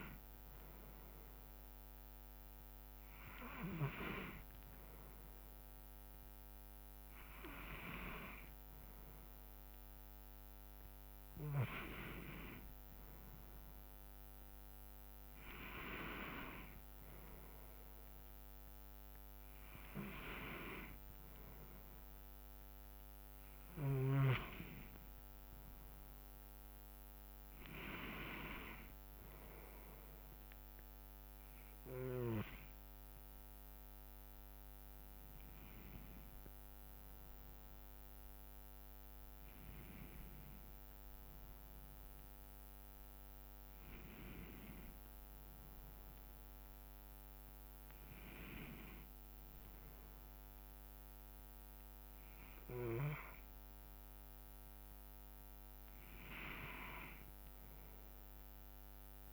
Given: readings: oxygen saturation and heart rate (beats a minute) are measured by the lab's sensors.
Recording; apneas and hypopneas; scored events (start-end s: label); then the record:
breathing in sleep by a microphone on the trachea; none
35.50-40.50 s: arousal
From the record:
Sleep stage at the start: N2 (light sleep); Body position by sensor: on the back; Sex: male